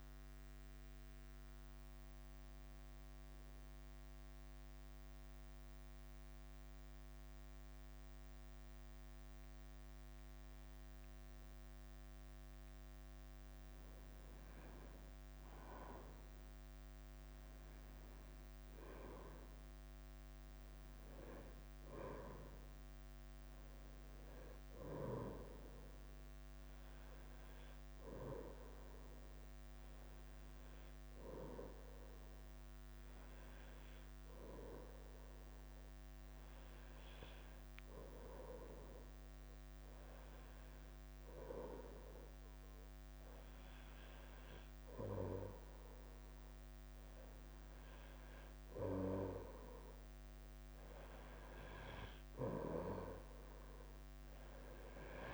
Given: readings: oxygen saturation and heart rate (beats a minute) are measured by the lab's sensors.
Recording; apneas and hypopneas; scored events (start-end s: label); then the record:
breathing in sleep by a microphone on the trachea; 1
0.00-1.50 s: arousal
0.00-55.34 s: bradycardia (device-marked, heart rate 49 extreme)
3.50-15.00 s: mixed apnea (oxygen 94% before, 92% lowest, heart rate 58 before, 54 extreme, up 4 after)
4.00-55.34 s: new sleep stage, N2 (light sleep)
16.50-18.50 s: long interval between heartbeats (device-marked, heart rate 56 before, 59 extreme)
18.00-23.00 s: arousal
23.00-38.00 s: oxygen desaturation (device-marked, oxygen 98% before, 92% lowest, heart rate 56 before, 55 extreme)
From the record:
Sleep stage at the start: N1 (lightest sleep); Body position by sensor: on the right side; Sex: male